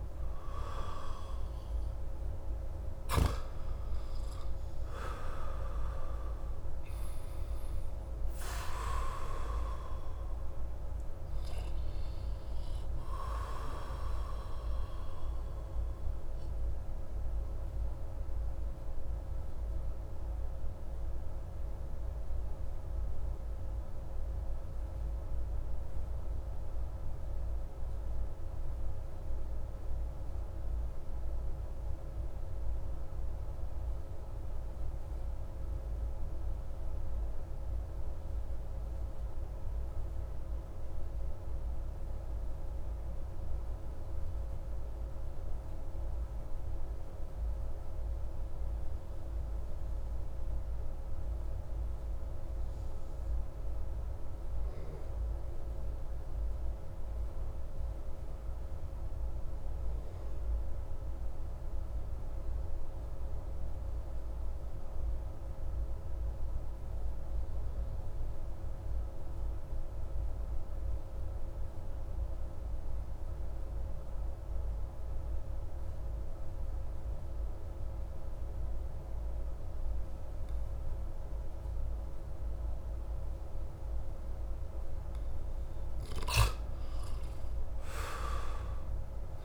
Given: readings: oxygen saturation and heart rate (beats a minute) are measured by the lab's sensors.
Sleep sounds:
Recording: breathing in sleep by a room microphone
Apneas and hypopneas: 1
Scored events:
0.00-5.50 s: arousal
0.00-38.50 s: oxygen desaturation (device-marked, oxygen 77% lowest)
15.50-85.00 s: obstructive apnea (oxygen 93% before, 77% lowest)
58.50-89.45 s: oxygen desaturation (device-marked, oxygen 98% before, 81% lowest)
86.50-89.45 s: arousal
From the record:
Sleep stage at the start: REM sleep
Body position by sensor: on the back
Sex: male

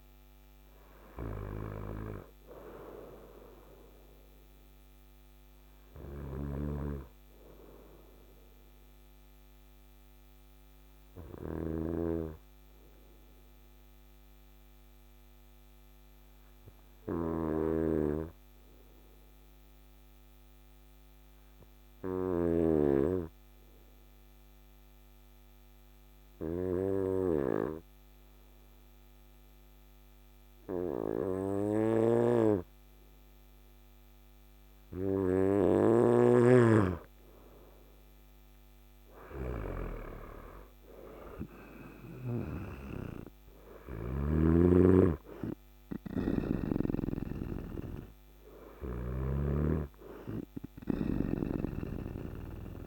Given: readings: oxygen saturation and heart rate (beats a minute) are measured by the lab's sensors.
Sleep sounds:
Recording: breathing in sleep by a microphone on the trachea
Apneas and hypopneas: 1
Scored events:
5.50-22.00 s: snoring (device-marked)
6.00-33.50 s: obstructive apnea (oxygen 97% before, 94% lowest, heart rate 65 before, 54 extreme, up 4 after)
34.50-52.87 s: oxygen desaturation (device-marked, oxygen 99% before, 94% lowest, heart rate 56 before, 54 extreme)
37.50-41.50 s: arousal
48.00-52.87 s: snoring (device-marked)
From the record:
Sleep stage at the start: N2 (light sleep)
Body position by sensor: on the front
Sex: male

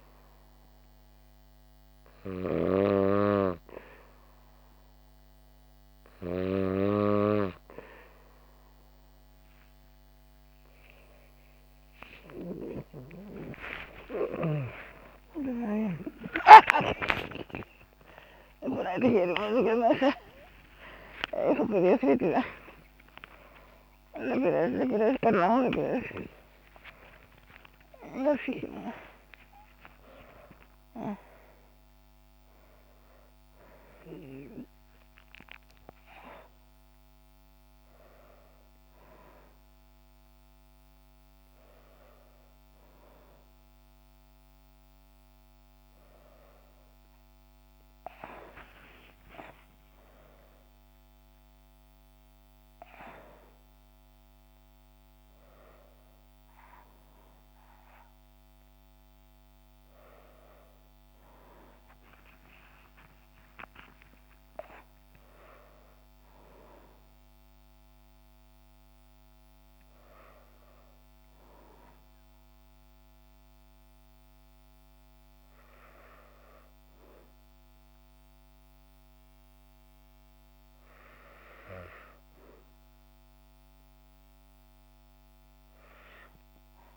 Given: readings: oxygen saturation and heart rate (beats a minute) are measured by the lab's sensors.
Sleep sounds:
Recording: a person awake in a sleep study, by a microphone on the trachea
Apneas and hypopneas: none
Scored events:
13.50-73.50 s: new sleep stage, awake
73.50-86.97 s: new sleep stage, N2 (light sleep)
From the record:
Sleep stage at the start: N2 (light sleep)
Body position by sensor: on the back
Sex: female

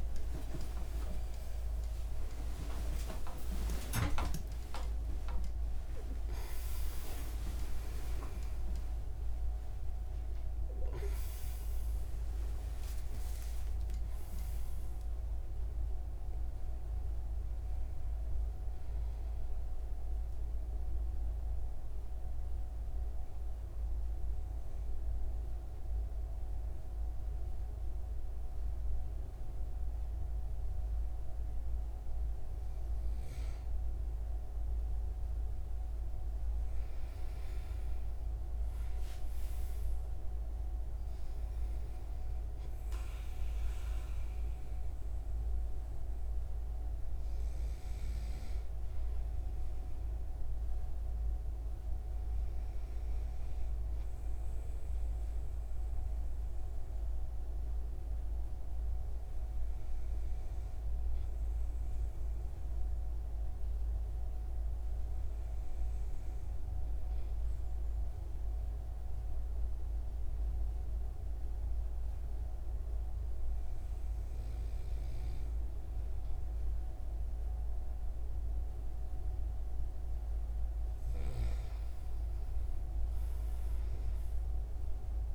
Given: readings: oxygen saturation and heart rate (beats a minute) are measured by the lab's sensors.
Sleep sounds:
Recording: breathing in sleep, hard to hear, by a room microphone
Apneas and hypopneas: 2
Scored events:
1.50-7.50 s: arousal
19.50-32.50 s: hypopnea (oxygen 96% before, 93% lowest, heart rate 113 before, 68 extreme, up 9 after)
35.50-40.00 s: arousal
39.00-56.00 s: oxygen desaturation (device-marked, oxygen 98% before, 93% lowest, heart rate 78 before, 67 extreme)
63.50-79.50 s: hypopnea (oxygen 97% before, 93% lowest, heart rate 71 before, 73 extreme, up 9 after)
From the record:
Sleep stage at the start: N2 (light sleep)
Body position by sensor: on the right side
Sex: male

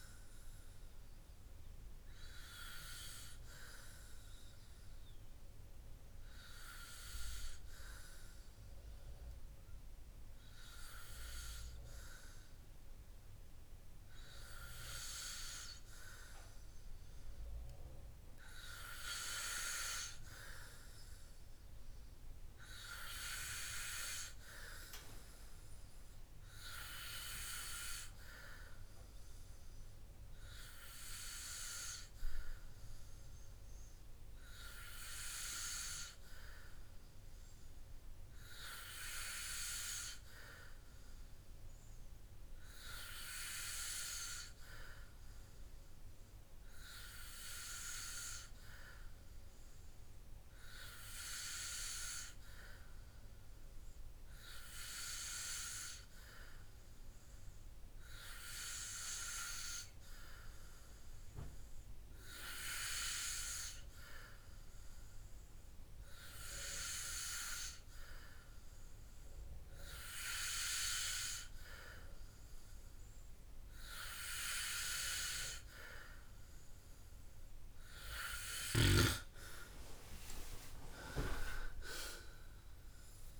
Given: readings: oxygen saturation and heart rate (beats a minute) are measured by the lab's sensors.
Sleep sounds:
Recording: breathing in sleep by a room microphone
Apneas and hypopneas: none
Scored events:
none scored
From the record:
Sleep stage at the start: N2 (light sleep)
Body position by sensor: on the back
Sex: male

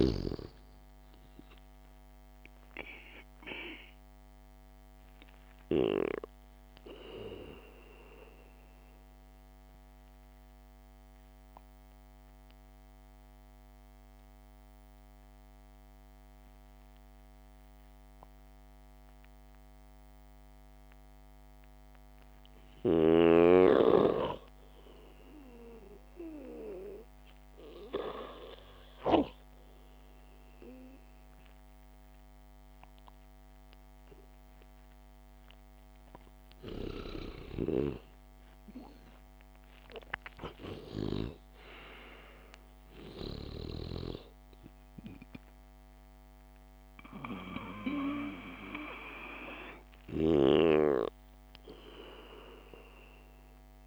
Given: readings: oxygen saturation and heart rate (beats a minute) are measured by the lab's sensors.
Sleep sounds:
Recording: breathing in sleep by a microphone on the trachea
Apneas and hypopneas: 1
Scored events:
0.00-1.00 s: arousal
9.00-22.00 s: mixed apnea (oxygen 98% before, 92% lowest, heart rate 58 before, 54 extreme, up 2 after)
25.50-29.50 s: arousal
42.00-53.87 s: oxygen desaturation (device-marked, oxygen 96% before, 93% lowest, heart rate 59 before, 53 extreme)
From the record:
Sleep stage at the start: N2 (light sleep)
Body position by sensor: on the back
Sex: male

